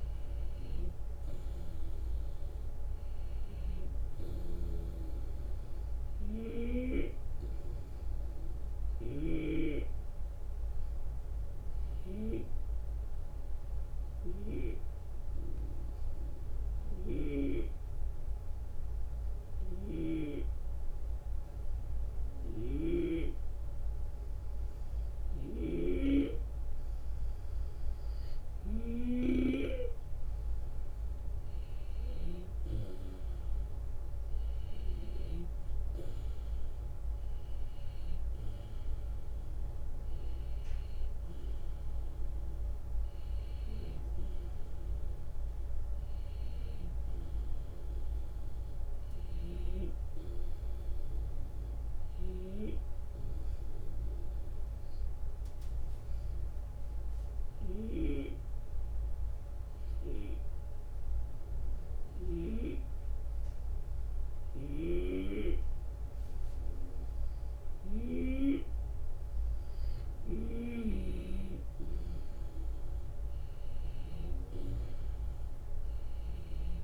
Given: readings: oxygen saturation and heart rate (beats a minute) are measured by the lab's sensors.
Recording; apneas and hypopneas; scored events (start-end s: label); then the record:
breathing in sleep by a room microphone; 2
6.00-27.00 s: obstructive apnea (oxygen 95% before, 91% lowest, heart rate 77 before, 74 extreme, up 3 after)
19.50-23.00 s: snoring (device-marked)
25.00-29.50 s: snoring (device-marked)
30.50-36.00 s: arousal
35.00-46.00 s: drop in pulse transit time (device-marked, heart rate 75 before, 77 extreme)
53.00-68.50 s: obstructive apnea (oxygen 94% before, 91% lowest, heart rate 79 before, 76 extreme, up 4 after)
57.50-62.50 s: snoring (device-marked)
64.50-71.00 s: snoring (device-marked)
73.00-76.84 s: arousal
From the record:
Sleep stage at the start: N2 (light sleep); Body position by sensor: on the back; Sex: male